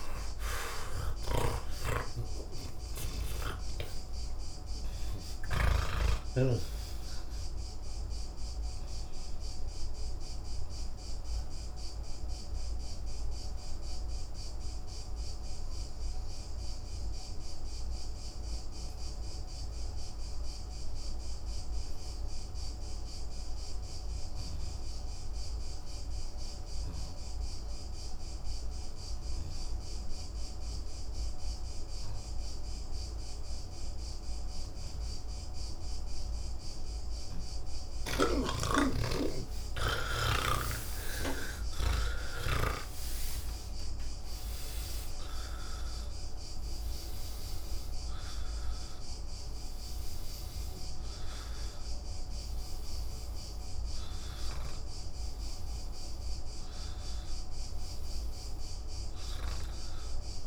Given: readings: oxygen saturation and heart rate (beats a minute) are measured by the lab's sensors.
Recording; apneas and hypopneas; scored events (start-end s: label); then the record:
breathing in sleep by a room microphone; 1
0.00-1.50 s: snoring (device-marked)
0.00-20.00 s: oxygen desaturation (device-marked, oxygen 79% lowest, heart rate 77 extreme)
3.50-7.00 s: snoring (device-marked)
9.00-36.00 s: obstructive apnea (oxygen 97% before, 79% lowest, heart rate 143 before, 69 extreme, up 54 after)
26.00-60.47 s: oxygen desaturation (device-marked, oxygen 98% before, 79% lowest)
From the record:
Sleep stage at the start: N1 (lightest sleep); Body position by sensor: on the back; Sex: male